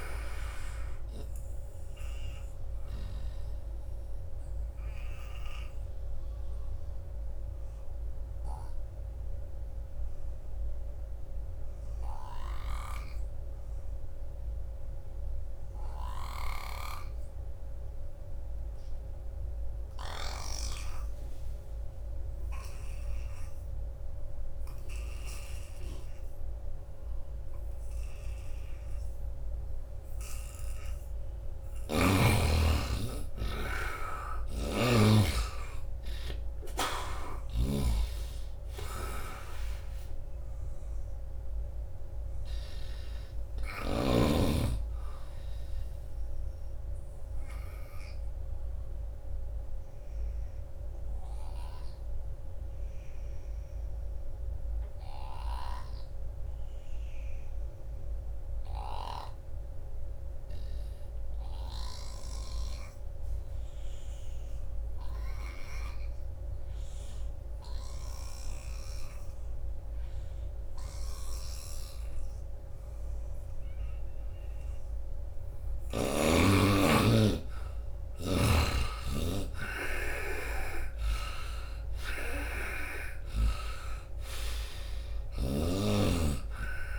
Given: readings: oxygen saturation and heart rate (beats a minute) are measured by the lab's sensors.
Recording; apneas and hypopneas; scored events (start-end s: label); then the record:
breathing in sleep by a room microphone; 2
0.00-16.50 s: oxygen desaturation (device-marked, oxygen 76% lowest, heart rate 63 extreme)
0.50-2.50 s: long interval between heartbeats (device-marked, heart rate 72 before, 94 extreme)
2.00-30.50 s: obstructive apnea (oxygen 97% before, 75% lowest, heart rate 73 before, 63 extreme, up 20 after)
29.50-55.50 s: oxygen desaturation (device-marked, oxygen 96% before, 75% lowest, heart rate 76 before, 65 extreme)
33.50-37.00 s: arousal
34.00-37.50 s: snoring (device-marked)
46.00-74.50 s: obstructive apnea (oxygen 97% before, 73% lowest, heart rate 78 before, 65 extreme, up 17 after)
62.00-76.00 s: snoring (device-marked)
64.50-86.99 s: oxygen desaturation (device-marked, oxygen 97% before, 73% lowest, heart rate 85 before, 64 extreme)
76.00-79.50 s: arousal
78.00-83.50 s: snoring (device-marked)
From the record:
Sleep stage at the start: N2 (light sleep); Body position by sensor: on the right side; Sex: male